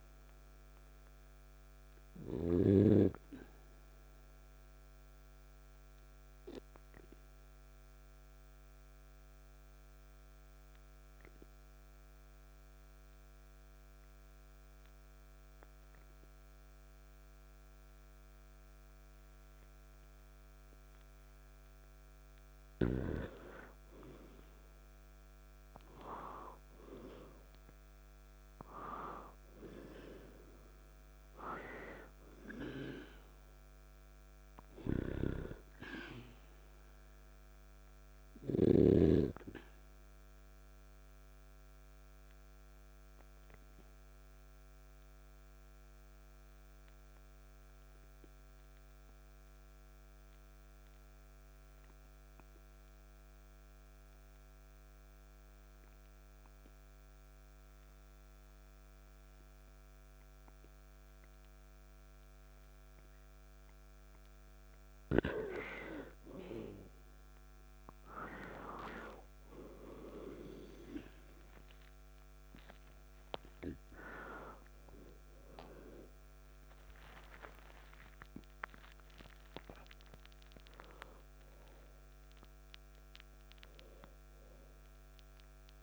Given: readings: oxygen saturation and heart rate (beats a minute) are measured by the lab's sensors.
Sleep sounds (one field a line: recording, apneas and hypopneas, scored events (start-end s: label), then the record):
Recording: breathing in sleep by a microphone on the trachea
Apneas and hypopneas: 2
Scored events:
0.00-3.00 s: snoring (device-marked)
0.00-24.00 s: oxygen desaturation (device-marked, oxygen 92% lowest, heart rate 52 extreme)
1.00-85.83 s: new sleep stage, N2 (light sleep)
4.50-23.00 s: obstructive apnea (oxygen 98% before, 91% lowest, heart rate 53 before, 52 extreme, up 1 after)
25.00-29.00 s: arousal
38.50-63.50 s: obstructive apnea (oxygen 98% before, 91% lowest, heart rate 54 before, 50 extreme, up 5 after)
45.00-61.00 s: oxygen desaturation (device-marked, oxygen 96% before, 91% lowest, heart rate 55 before, 50 extreme)
71.00-77.00 s: arousal
From the record:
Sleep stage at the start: N1 (lightest sleep)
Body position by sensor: on the back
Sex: male